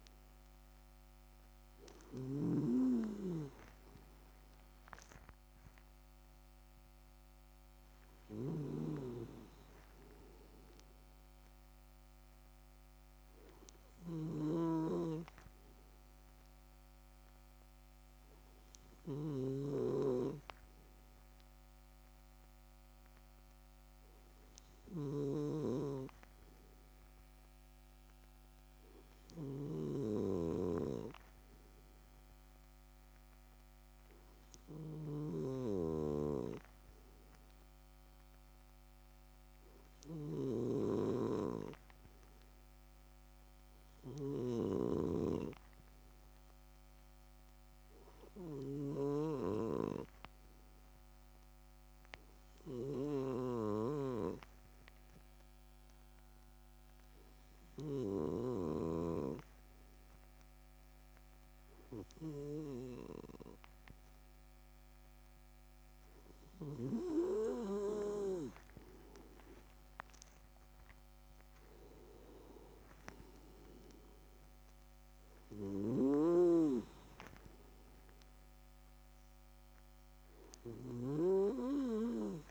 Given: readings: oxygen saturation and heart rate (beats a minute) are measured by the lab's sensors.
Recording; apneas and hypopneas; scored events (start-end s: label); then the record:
breathing in sleep by a microphone on the trachea; 1
0.00-58.50 s: snoring (device-marked)
25.00-66.00 s: hypopnea (oxygen 97% before, 95% lowest)
68.50-71.50 s: arousal
From the record:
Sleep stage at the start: N2 (light sleep); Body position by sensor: on the left side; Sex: male